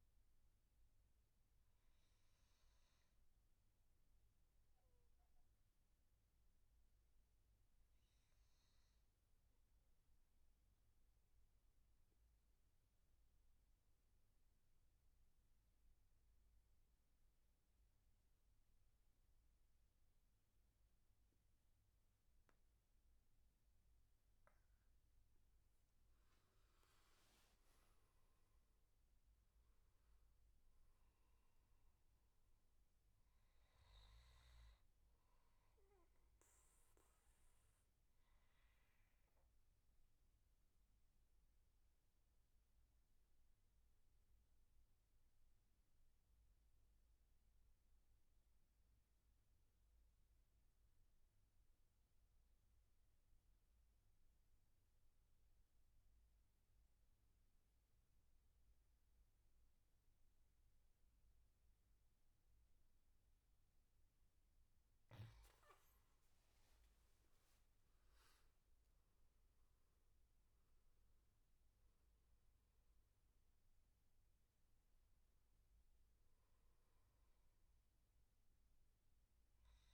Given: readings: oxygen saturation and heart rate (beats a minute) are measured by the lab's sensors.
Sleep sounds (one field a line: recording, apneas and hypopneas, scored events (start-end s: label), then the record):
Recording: breathing in sleep, hard to hear, by a room microphone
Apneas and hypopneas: 2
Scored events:
0.00-1.50 s: oxygen desaturation (device-marked, oxygen 93% lowest, heart rate 65 extreme)
4.50-25.00 s: obstructive apnea (oxygen 98% before, 93% lowest, heart rate 74 before, 69 extreme, up 11 after)
26.50-31.00 s: arousal
26.50-47.50 s: oxygen desaturation (device-marked, oxygen 98% before, 94% lowest, heart rate 74 before, 69 extreme)
37.50-65.00 s: mixed apnea (oxygen 98% before, 91% lowest, heart rate 77 before, 66 extreme, up 16 after)
64.50-79.94 s: oxygen desaturation (device-marked, oxygen 98% before, 93% lowest, heart rate 72 before, 66 extreme)
66.00-70.50 s: arousal
From the record:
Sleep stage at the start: N2 (light sleep)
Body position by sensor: on the back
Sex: male